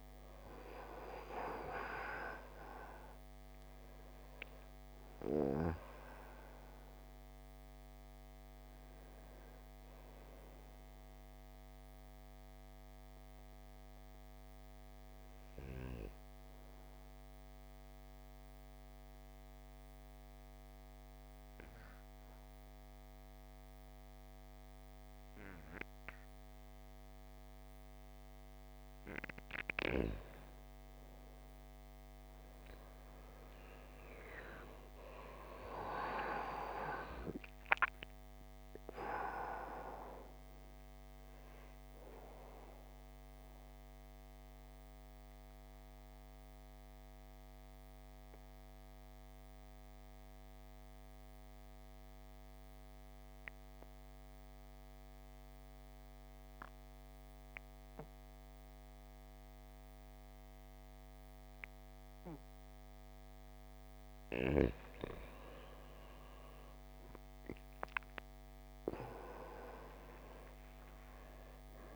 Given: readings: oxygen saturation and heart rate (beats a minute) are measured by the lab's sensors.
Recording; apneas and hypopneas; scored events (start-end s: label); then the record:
breathing in sleep by a microphone on the trachea; 2
0.00-23.00 s: oxygen desaturation (device-marked, oxygen 82% lowest, heart rate 50 extreme)
12.50-29.50 s: obstructive apnea (oxygen 98% before, 82% lowest, heart rate 64 before, 50 extreme, up 11 after)
32.00-36.00 s: arousal
38.00-63.00 s: oxygen desaturation (device-marked, oxygen 98% before, 89% lowest, heart rate 53 before, 49 extreme)
43.00-64.00 s: obstructive apnea (oxygen 98% before, 82% lowest, heart rate 56 before, 49 extreme, up 15 after)
69.50-71.96 s: arousal
From the record:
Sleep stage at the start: N2 (light sleep); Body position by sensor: on the back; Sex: male